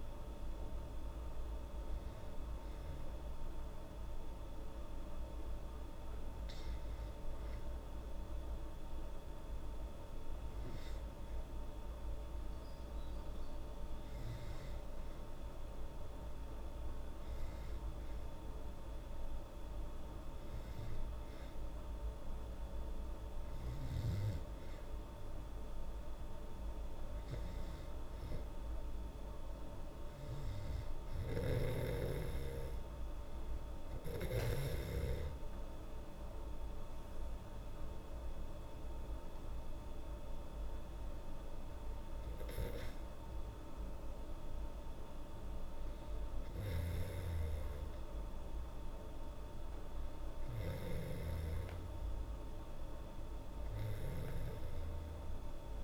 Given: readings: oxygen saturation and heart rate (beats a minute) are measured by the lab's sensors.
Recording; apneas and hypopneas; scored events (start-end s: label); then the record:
breathing in sleep by a room microphone; none
30.50-34.00 s: snoring (device-marked)
35.50-40.00 s: arousal
46.00-55.84 s: snoring (device-marked)
From the record:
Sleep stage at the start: N2 (light sleep); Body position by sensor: on the back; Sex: female